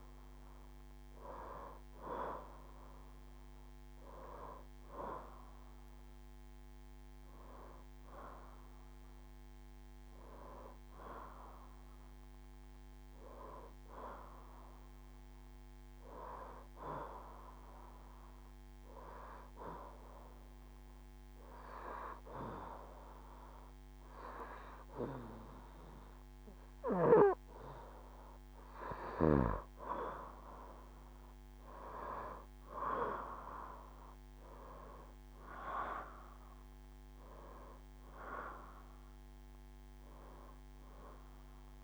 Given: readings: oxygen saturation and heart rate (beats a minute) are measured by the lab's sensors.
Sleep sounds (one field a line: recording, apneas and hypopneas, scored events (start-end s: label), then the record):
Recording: breathing in sleep by a microphone on the trachea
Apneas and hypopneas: 1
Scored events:
10.50-15.00 s: arousal
11.00-13.00 s: long interval between heartbeats (device-marked, heart rate 78 before, 76 extreme)
19.50-30.00 s: obstructive apnea (oxygen 91% before, 85% lowest, heart rate 77 before, 74 extreme, up 8 after)
35.00-41.83 s: oxygen desaturation (device-marked, oxygen 91% before, 85% lowest, heart rate 76 before, 77 extreme)
From the record:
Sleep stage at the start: N2 (light sleep)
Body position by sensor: on the right side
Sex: female